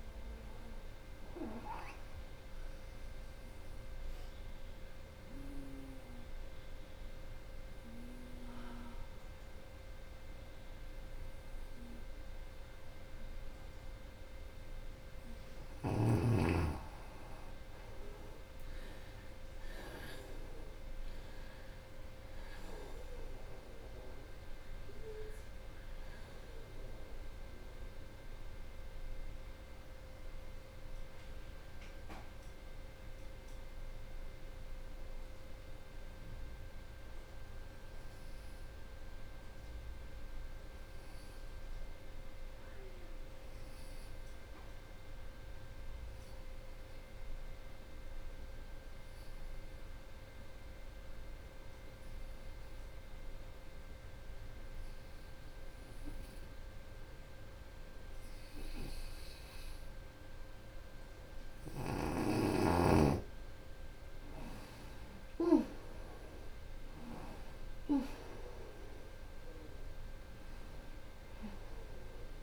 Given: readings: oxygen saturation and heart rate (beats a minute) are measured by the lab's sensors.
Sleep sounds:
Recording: breathing in sleep by a room microphone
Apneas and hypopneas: 2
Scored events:
0.00-7.50 s: drop in pulse transit time (device-marked, heart rate 75 extreme)
0.00-9.50 s: oxygen desaturation (device-marked, oxygen 85% lowest, heart rate 65 extreme)
4.00-16.00 s: obstructive apnea (oxygen 92% before, 84% lowest, heart rate 83 before, 65 extreme, up 17 after)
18.00-22.00 s: arousal
20.50-30.50 s: drop in pulse transit time (device-marked, heart rate 77 before, 67 extreme)
23.50-40.50 s: oxygen desaturation (device-marked, oxygen 93% before, 84% lowest, heart rate 79 before, 65 extreme)
25.00-27.00 s: long interval between heartbeats (device-marked, heart rate 79 before, 90 extreme)
31.00-60.00 s: hypopnea (oxygen 95% before, 83% lowest, heart rate 78 before, 69 extreme, up 0 after)
42.50-72.43 s: oxygen desaturation (device-marked, oxygen 96% before, 83% lowest, heart rate 75 before, 69 extreme)
62.50-66.00 s: arousal
63.50-72.43 s: new sleep stage, N1 (lightest sleep)
64.00-66.00 s: long interval between heartbeats (device-marked, heart rate 80 before, 80 extreme)
64.50-72.43 s: drop in pulse transit time (device-marked, heart rate 80 before, 69 extreme)
67.00-69.00 s: long interval between heartbeats (device-marked, heart rate 80 before, 69 extreme)
From the record:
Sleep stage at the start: N2 (light sleep)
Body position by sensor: on the right side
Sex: female

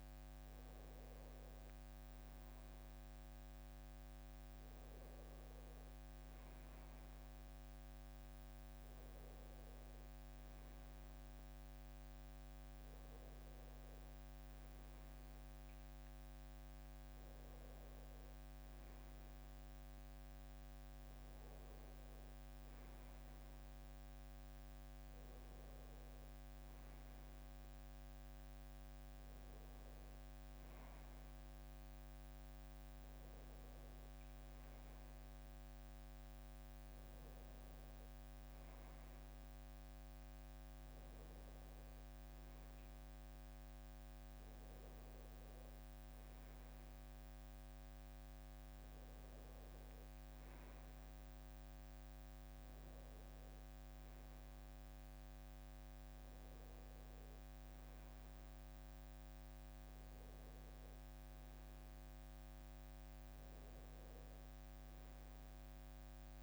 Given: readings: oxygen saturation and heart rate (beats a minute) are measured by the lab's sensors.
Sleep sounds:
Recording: a person awake in a sleep study, hard to hear, by a microphone on the trachea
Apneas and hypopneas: none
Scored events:
none scored
From the record:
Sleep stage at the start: awake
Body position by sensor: on the back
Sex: male

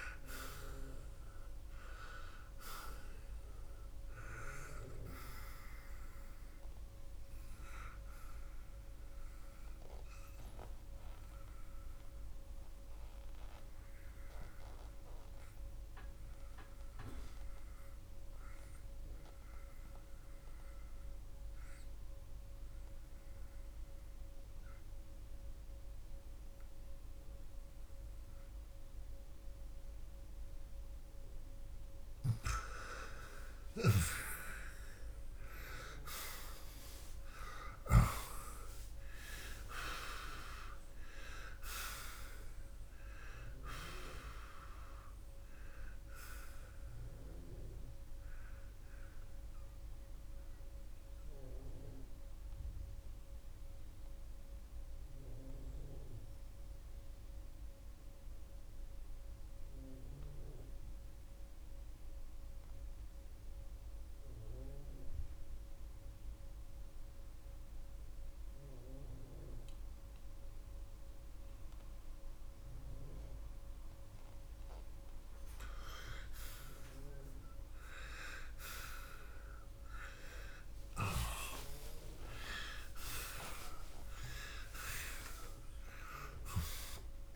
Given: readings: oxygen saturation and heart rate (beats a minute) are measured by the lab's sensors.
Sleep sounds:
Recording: breathing in sleep by a room microphone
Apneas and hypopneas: 2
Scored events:
9.00-38.00 s: oxygen desaturation (device-marked, oxygen 90% before, 85% lowest, heart rate 97 before, 58 extreme)
11.50-32.00 s: mixed apnea (oxygen 93% before, 83% lowest, heart rate 94 before, 70 extreme)
34.00-39.00 s: arousal
54.00-74.50 s: mixed apnea (oxygen 91% before, 83% lowest, heart rate 107 before, 58 extreme, up 45 after)
60.00-77.00 s: oxygen desaturation (device-marked, oxygen 91% before, 83% lowest, heart rate 90 before, 63 extreme)
80.50-85.00 s: arousal
From the record:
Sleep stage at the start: N2 (light sleep)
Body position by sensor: on the back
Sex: male

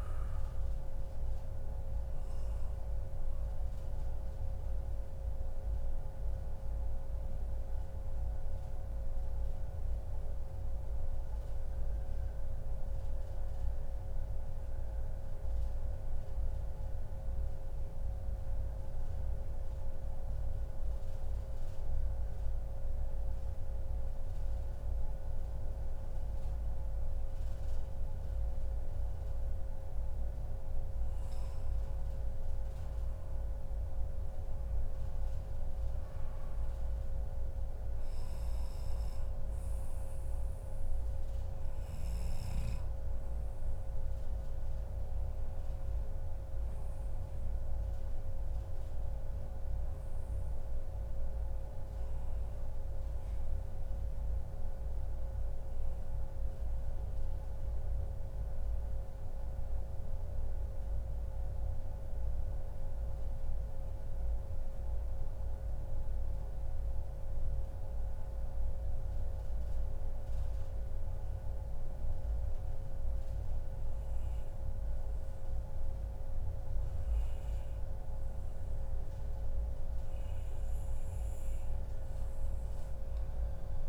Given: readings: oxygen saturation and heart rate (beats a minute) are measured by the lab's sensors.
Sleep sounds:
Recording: breathing in sleep, hard to hear, by a room microphone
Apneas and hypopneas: 2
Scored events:
0.00-7.00 s: oxygen desaturation (device-marked, oxygen 93% lowest, heart rate 88 extreme)
2.50-29.00 s: central apnea (oxygen 98% before, 93% lowest, heart rate 135 before, 88 extreme, up 17 after)
8.00-10.00 s: long interval between heartbeats (device-marked, heart rate 134 before, 88 extreme)
10.00-12.00 s: long interval between heartbeats (device-marked, heart rate 129 before, 91 extreme)
15.50-17.50 s: long interval between heartbeats (device-marked, heart rate 118 before, 98 extreme)
18.50-20.50 s: long interval between heartbeats (device-marked, heart rate 112 before, 97 extreme)
21.00-23.00 s: long interval between heartbeats (device-marked, heart rate 105 before, 97 extreme)
28.50-30.50 s: long interval between heartbeats (device-marked, heart rate 97 before, 108 extreme)
32.00-34.00 s: long interval between heartbeats (device-marked, heart rate 100 before, 105 extreme)
32.00-37.00 s: arousal
37.00-39.00 s: long interval between heartbeats (device-marked, heart rate 102 before, 92 extreme)
53.00-55.00 s: long interval between heartbeats (device-marked, heart rate 104 before, 98 extreme)
53.00-79.50 s: mixed apnea (oxygen 98% before, 92% lowest, heart rate 104 before, 97 extreme, up 45 after)
From the record:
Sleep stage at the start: N2 (light sleep)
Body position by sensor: on the back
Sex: male

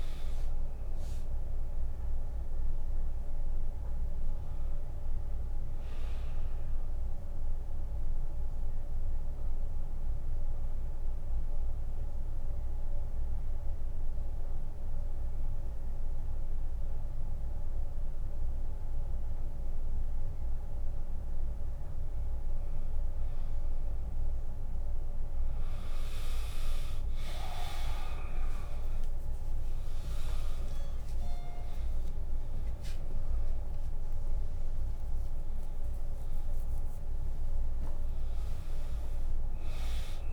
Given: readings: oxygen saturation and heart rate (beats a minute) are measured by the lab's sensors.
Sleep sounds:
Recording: breathing in sleep, hard to hear, by a room microphone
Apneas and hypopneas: 1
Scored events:
0.00-3.50 s: arousal
0.00-8.50 s: drop in pulse transit time (device-marked, heart rate 77 extreme)
9.50-22.00 s: central apnea (oxygen 97% before, 91% lowest, heart rate 82 before, 68 extreme, up 6 after)
26.00-29.50 s: arousal
29.50-40.33 s: drop in pulse transit time (device-marked, heart rate 80 before, 73 extreme)
31.50-40.33 s: oxygen desaturation (device-marked, oxygen 98% before, 91% lowest, heart rate 80 before, 68 extreme)
35.50-37.50 s: long interval between heartbeats (device-marked, heart rate 81 before, 78 extreme)
From the record:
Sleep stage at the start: N2 (light sleep)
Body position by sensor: on the back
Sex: male

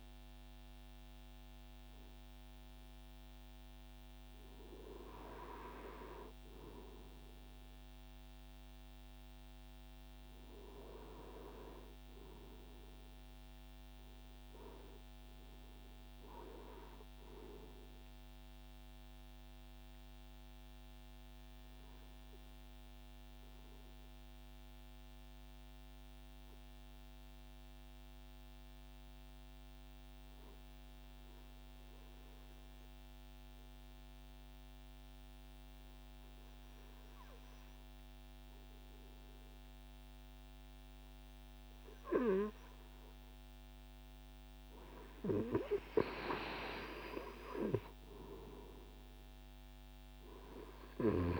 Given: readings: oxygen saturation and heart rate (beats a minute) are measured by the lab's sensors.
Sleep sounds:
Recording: breathing in sleep by a microphone on the trachea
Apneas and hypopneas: 1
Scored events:
19.00-45.00 s: obstructive apnea (oxygen 98% before, 94% lowest, heart rate 116 before, 28 extreme)
47.50-50.00 s: arousal
From the record:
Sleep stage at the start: N2 (light sleep)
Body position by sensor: on the right side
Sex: male

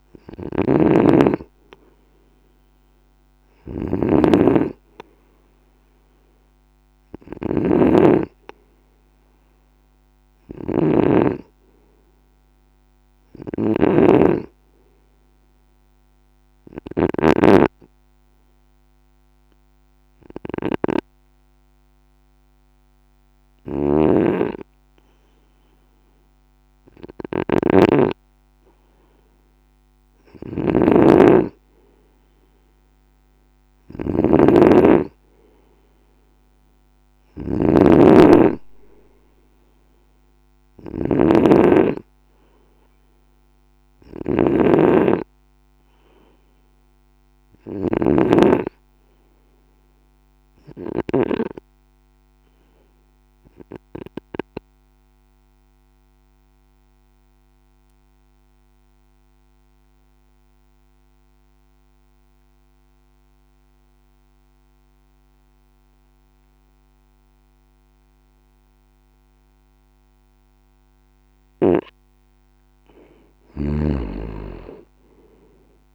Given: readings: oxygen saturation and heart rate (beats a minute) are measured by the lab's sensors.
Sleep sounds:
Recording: breathing in sleep by a microphone on the trachea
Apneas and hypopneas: 2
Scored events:
0.00-51.00 s: snoring (device-marked)
8.50-13.00 s: arousal
15.50-27.50 s: obstructive apnea (oxygen 97% before, 89% lowest, heart rate 56 before, 54 extreme, up 1 after)
29.50-33.00 s: arousal
54.00-71.00 s: obstructive apnea (oxygen 96% before, 86% lowest, heart rate 59 before, 54 extreme, up 10 after)
74.50-75.95 s: arousal
From the record:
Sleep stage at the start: N2 (light sleep)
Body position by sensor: on the right side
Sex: male

